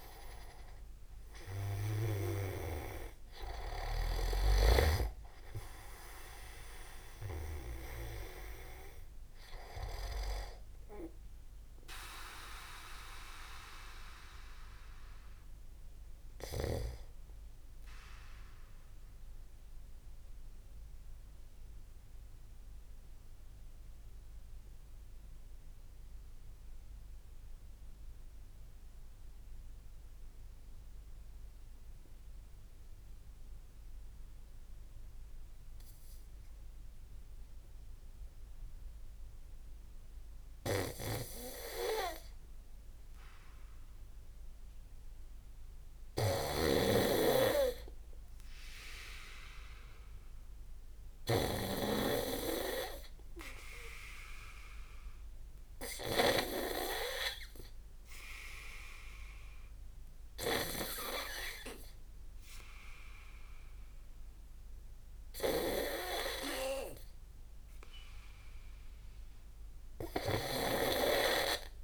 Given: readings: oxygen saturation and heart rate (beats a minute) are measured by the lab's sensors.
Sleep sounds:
breathing in sleep by a room microphone; 1
0.00-1.00 s: arousal
0.00-2.50 s: leg movement (device-marked)
0.00-14.50 s: oxygen desaturation (device-marked, oxygen 93% lowest)
13.00-42.50 s: obstructive apnea (oxygen 98% before, 91% lowest)
22.50-35.50 s: oxygen desaturation (device-marked, oxygen 95% before, 91% lowest)
41.00-71.84 s: snoring (device-marked)
42.50-47.00 s: arousal
50.50-71.50 s: oxygen desaturation (device-marked, oxygen 99% before, 92% lowest)
From the record:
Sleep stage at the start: N2 (light sleep); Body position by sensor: on the back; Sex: male

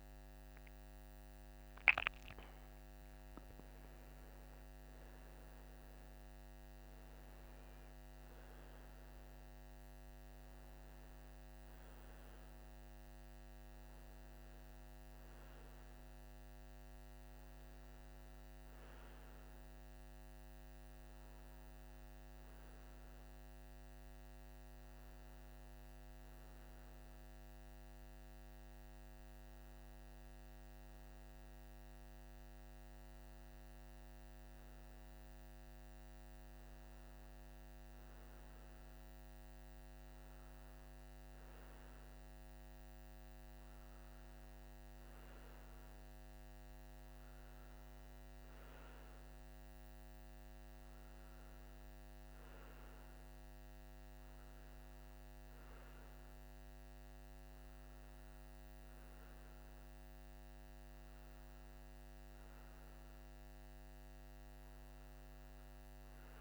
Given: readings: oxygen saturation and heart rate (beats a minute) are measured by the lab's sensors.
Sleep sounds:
breathing in sleep, hard to hear, by a microphone on the trachea; none
0.00-11.00 s: oxygen desaturation (device-marked, oxygen 92% lowest, heart rate 55 extreme)
From the record:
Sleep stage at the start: N2 (light sleep); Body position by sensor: on the right side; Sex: male

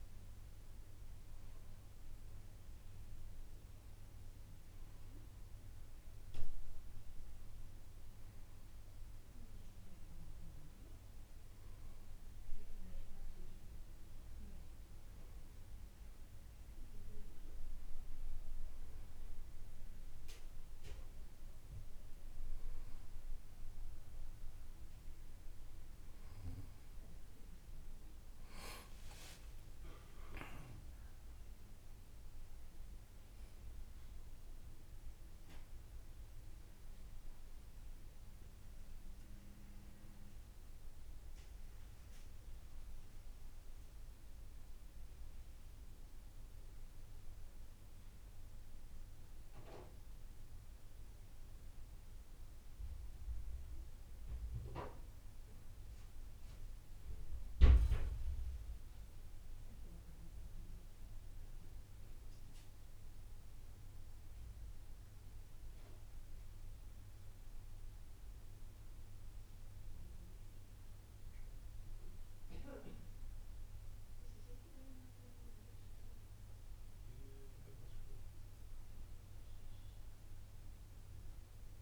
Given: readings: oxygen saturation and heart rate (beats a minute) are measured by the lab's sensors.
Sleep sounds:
breathing in sleep by a room microphone; none
28.50-32.50 s: arousal
From the record:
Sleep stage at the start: N1 (lightest sleep); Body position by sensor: on the back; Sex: male

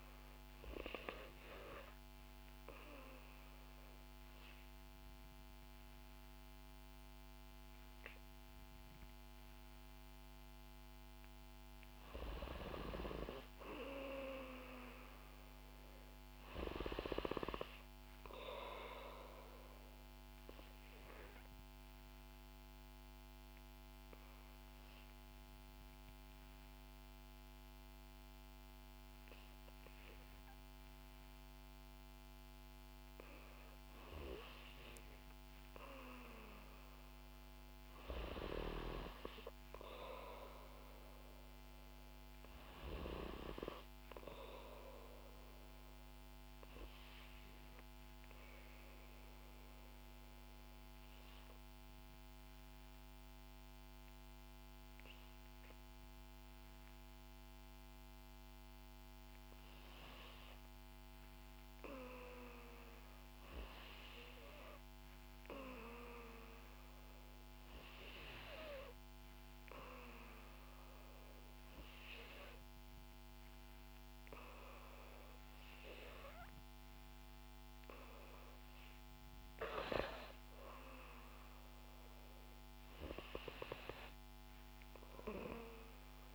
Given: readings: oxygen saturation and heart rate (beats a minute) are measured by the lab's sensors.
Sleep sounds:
breathing in sleep by a microphone on the trachea; 3
0.50-11.50 s: obstructive apnea (oxygen 93% before, 88% lowest, heart rate 61 before, 59 extreme, up 2 after)
14.00-17.00 s: arousal
19.00-32.00 s: obstructive apnea (oxygen 93% before, 88% lowest, heart rate 64 before, 59 extreme, up 5 after)
21.00-33.00 s: oxygen desaturation (device-marked, oxygen 91% before, 88% lowest, heart rate 64 before, 59 extreme)
35.50-40.00 s: arousal
47.00-59.00 s: obstructive apnea (oxygen 94% before, 90% lowest, heart rate 62 before, 59 extreme, up 4 after)
61.00-65.00 s: arousal
From the record:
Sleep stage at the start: N2 (light sleep); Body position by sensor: on the back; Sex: female

